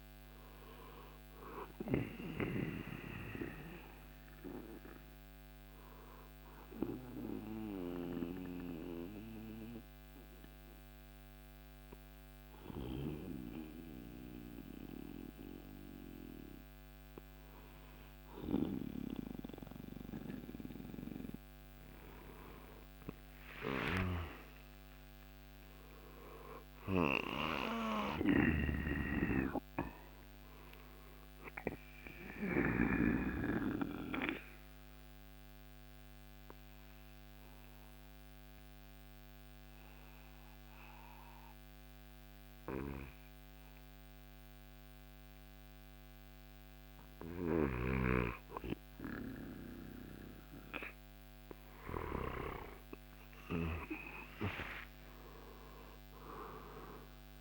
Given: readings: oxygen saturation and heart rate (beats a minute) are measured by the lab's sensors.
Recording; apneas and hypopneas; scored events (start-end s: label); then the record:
breathing in sleep by a microphone on the trachea; 2
0.00-10.50 s: drop in pulse transit time (device-marked, heart rate 57 extreme)
0.00-22.50 s: oxygen desaturation (device-marked, oxygen 89% lowest, heart rate 57 extreme)
3.00-21.50 s: hypopnea (oxygen 97% before, 89% lowest, heart rate 66 before, 57 extreme, up 10 after)
23.50-28.00 s: arousal
24.50-36.50 s: drop in pulse transit time (device-marked, heart rate 61 before, 64 extreme)
28.00-33.00 s: snoring (device-marked)
30.50-47.50 s: oxygen desaturation (device-marked, oxygen 98% before, 92% lowest, heart rate 64 before, 60 extreme)
33.00-47.50 s: central apnea (oxygen 98% before, 90% lowest, heart rate 65 before, 60 extreme, up 4 after)
53.50-57.41 s: arousal
54.50-57.41 s: drop in pulse transit time (device-marked, heart rate 62 before, 63 extreme)
From the record:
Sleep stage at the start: N2 (light sleep); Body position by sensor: on the back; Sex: male